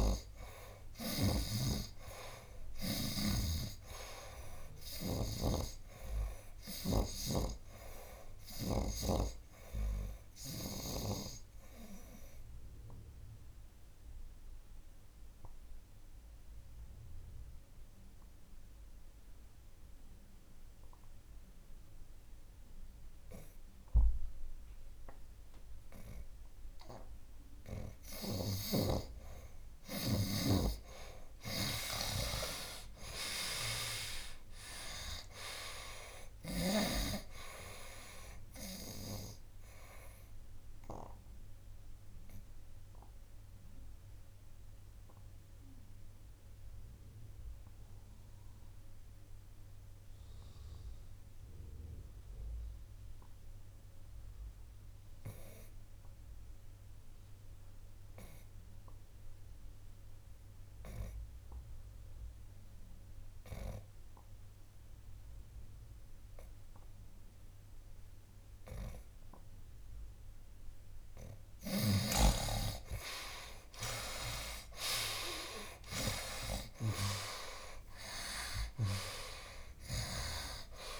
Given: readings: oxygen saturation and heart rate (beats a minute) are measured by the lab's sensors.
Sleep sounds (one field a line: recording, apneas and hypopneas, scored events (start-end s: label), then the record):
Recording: breathing in sleep by a room microphone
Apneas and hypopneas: 2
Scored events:
0.00-1.50 s: snoring (device-marked)
1.50-30.50 s: oxygen desaturation (device-marked, oxygen 86% before, 76% lowest, heart rate 67 before, 58 extreme)
3.50-7.00 s: snoring (device-marked)
11.50-27.00 s: obstructive apnea (oxygen 86% before, 76% lowest, heart rate 69 before, 58 extreme, up 14 after)
32.50-36.50 s: arousal
37.50-46.50 s: oxygen desaturation (device-marked, oxygen 93% before, 85% lowest, heart rate 63 before, 56 extreme)
40.00-70.00 s: obstructive apnea (oxygen 93% before, 74% lowest, heart rate 64 before, 56 extreme, up 15 after)
48.50-62.50 s: oxygen desaturation (device-marked, oxygen 87% before, 76% lowest, heart rate 70 before, 56 extreme)
67.50-81.00 s: oxygen desaturation (device-marked, oxygen 96% before, 74% lowest, heart rate 60 before, 58 extreme)
73.00-77.00 s: arousal
From the record:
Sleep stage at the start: N2 (light sleep)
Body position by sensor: on the right side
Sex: male